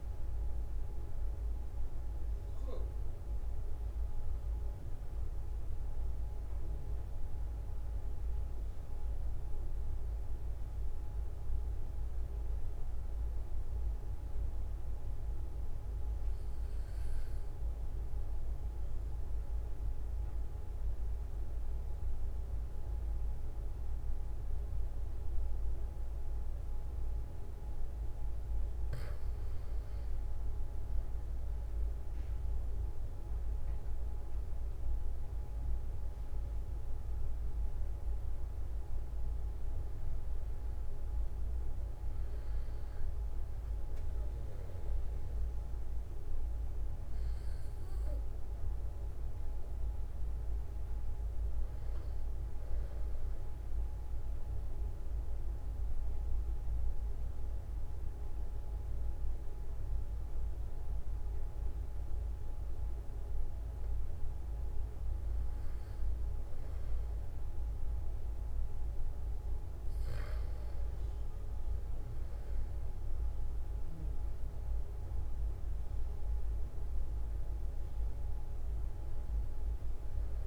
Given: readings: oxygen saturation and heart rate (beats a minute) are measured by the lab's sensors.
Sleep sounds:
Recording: breathing in sleep, hard to hear, by a room microphone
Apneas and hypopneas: 2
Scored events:
14.00-80.47 s: new sleep stage, N2 (light sleep)
14.50-29.50 s: obstructive apnea (oxygen 95% before, 92% lowest, heart rate 45 before, 44 extreme, up 4 after)
33.50-39.00 s: arousal
54.50-65.50 s: obstructive apnea (oxygen 97% before, 93% lowest, heart rate 46 before, 43 extreme, up 3 after)
69.50-73.00 s: arousal
From the record:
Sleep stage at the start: N1 (lightest sleep)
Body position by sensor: on the back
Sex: male

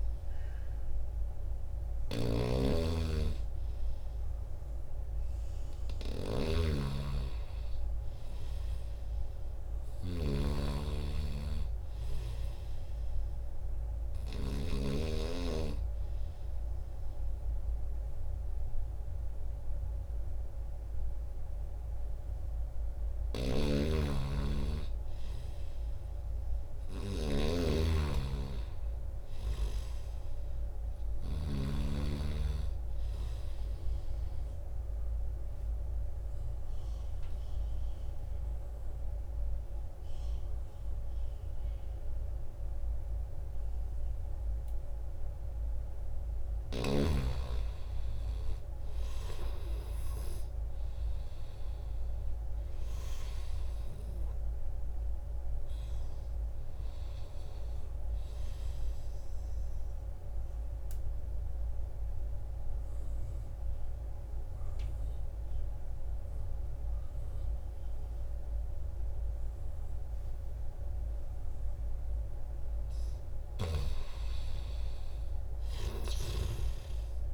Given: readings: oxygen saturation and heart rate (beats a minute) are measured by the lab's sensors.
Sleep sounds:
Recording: breathing in sleep by a room microphone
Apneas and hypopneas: 2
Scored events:
0.00-14.50 s: snoring (device-marked)
23.00-31.50 s: snoring (device-marked)
24.50-28.00 s: arousal
29.00-45.00 s: oxygen desaturation (device-marked, oxygen 95% before, 91% lowest, heart rate 79 before, 77 extreme)
34.50-46.50 s: obstructive apnea (oxygen 95% before, 89% lowest, heart rate 80 before, 77 extreme, up 1 after)
48.00-52.00 s: arousal
54.00-70.00 s: oxygen desaturation (device-marked, oxygen 95% before, 89% lowest, heart rate 79 before, 78 extreme)
61.00-73.00 s: obstructive apnea (oxygen 95% before, 89% lowest, heart rate 80 before, 78 extreme, up 3 after)
73.50-77.34 s: arousal
From the record:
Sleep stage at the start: N2 (light sleep)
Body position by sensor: on the back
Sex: male

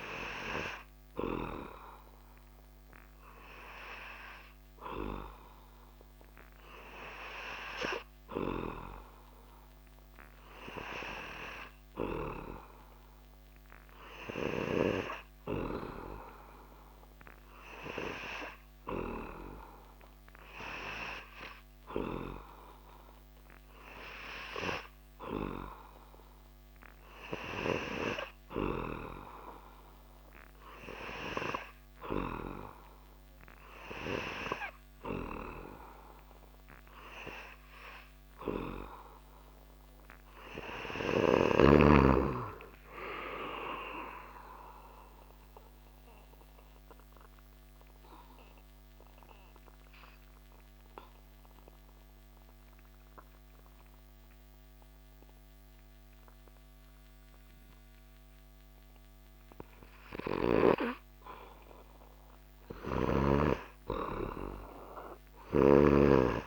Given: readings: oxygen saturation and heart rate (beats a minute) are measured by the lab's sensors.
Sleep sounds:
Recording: breathing in sleep by a microphone on the trachea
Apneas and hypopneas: 1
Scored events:
39.00-42.50 s: arousal
44.00-60.00 s: obstructive apnea (oxygen 97% before, 94% lowest)
63.00-66.47 s: arousal
From the record:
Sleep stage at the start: N3 (deep sleep)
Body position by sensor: on the back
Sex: male

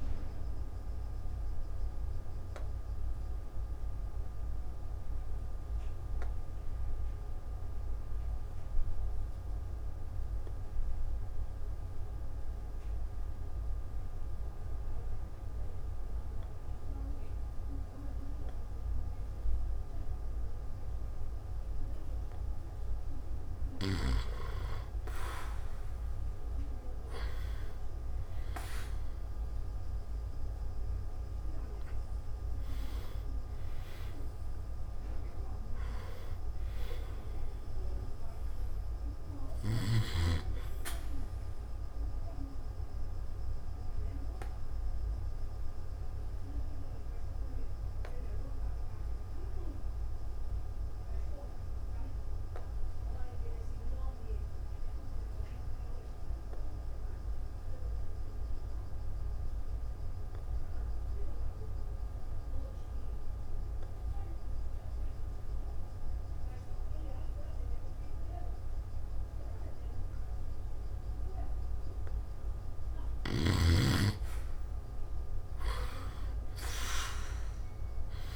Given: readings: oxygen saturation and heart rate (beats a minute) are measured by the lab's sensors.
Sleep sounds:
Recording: breathing in sleep by a room microphone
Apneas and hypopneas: 2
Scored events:
0.00-21.50 s: oxygen desaturation (device-marked, oxygen 89% lowest, heart rate 52 extreme)
1.50-23.00 s: obstructive apnea (oxygen 98% before, 89% lowest, heart rate 54 before, 52 extreme, up 1 after)
26.00-29.50 s: arousal
42.50-72.00 s: obstructive apnea (oxygen 98% before, 90% lowest, heart rate 55 before, 47 extreme, up 6 after)
56.50-65.50 s: oxygen desaturation (device-marked, oxygen 95% before, 92% lowest, heart rate 55 before, 47 extreme)
75.00-78.36 s: arousal
75.50-78.36 s: oxygen desaturation (device-marked, oxygen 98% before, 93% lowest, heart rate 50 before, 52 extreme)
From the record:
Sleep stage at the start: N2 (light sleep)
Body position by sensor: on the back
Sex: male

